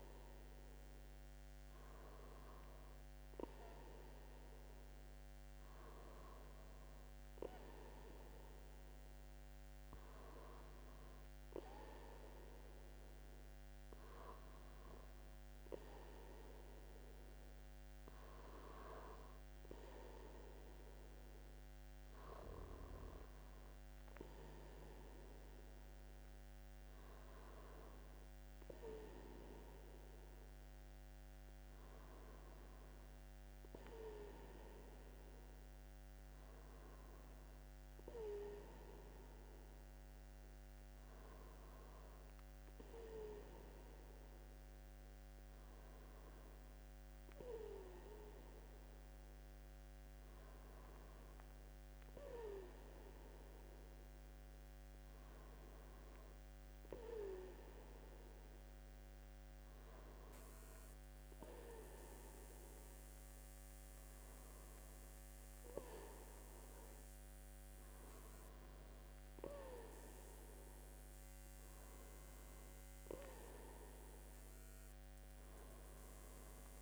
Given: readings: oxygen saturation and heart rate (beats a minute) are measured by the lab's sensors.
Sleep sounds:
breathing in sleep by a microphone on the trachea; none
none scored
From the record:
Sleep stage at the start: N2 (light sleep); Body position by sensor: on the back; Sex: male

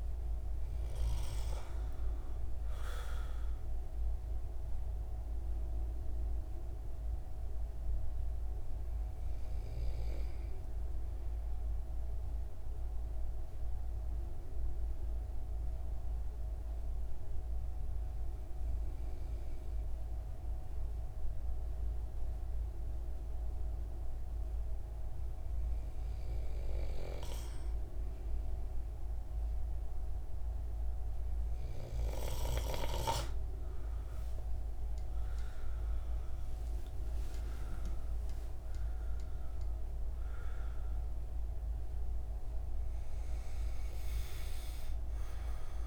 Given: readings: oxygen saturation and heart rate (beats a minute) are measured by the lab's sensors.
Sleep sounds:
breathing in sleep by a room microphone; 1
0.00-18.00 s: oxygen desaturation (device-marked, oxygen 92% lowest)
5.50-31.50 s: hypopnea (oxygen 97% before, 92% lowest)
32.00-45.87 s: oxygen desaturation (device-marked, oxygen 97% before, 93% lowest)
35.00-40.00 s: arousal
From the record:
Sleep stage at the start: N2 (light sleep); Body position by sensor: on the right side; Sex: male

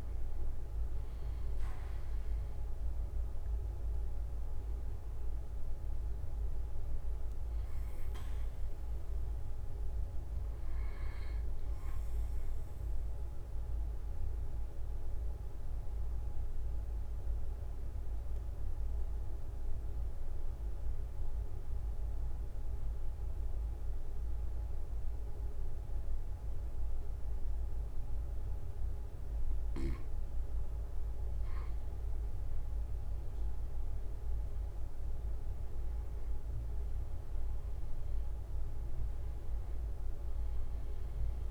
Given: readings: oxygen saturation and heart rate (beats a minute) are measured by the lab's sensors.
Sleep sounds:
breathing in sleep, hard to hear, by a room microphone; 1
0.00-1.50 s: long interval between heartbeats (device-marked, heart rate 39 extreme)
0.50-5.00 s: arousal
13.00-29.50 s: obstructive apnea (oxygen 96% before, 93% lowest, heart rate 43 before, 33 extreme, up 5 after)
22.00-41.50 s: new sleep stage, N2 (light sleep)
32.00-37.50 s: arousal
34.50-36.50 s: long interval between heartbeats (device-marked, heart rate 46 before, 50 extreme)
38.50-40.50 s: long interval between heartbeats (device-marked, heart rate 46 before, 41 extreme)
From the record:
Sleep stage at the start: REM sleep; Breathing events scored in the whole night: 240 in 4.3 hours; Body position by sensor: on the right side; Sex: male

